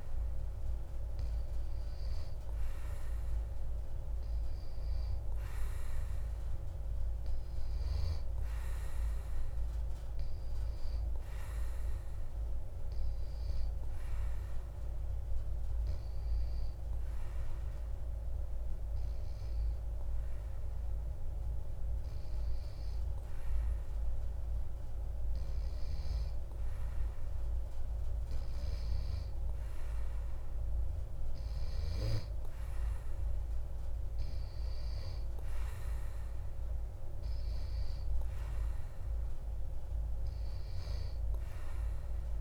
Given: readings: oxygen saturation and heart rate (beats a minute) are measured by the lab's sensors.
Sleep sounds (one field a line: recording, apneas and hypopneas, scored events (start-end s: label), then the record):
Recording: breathing in sleep, hard to hear, by a room microphone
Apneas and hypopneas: none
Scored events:
none scored
From the record:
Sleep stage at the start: N2 (light sleep)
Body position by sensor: on the back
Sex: male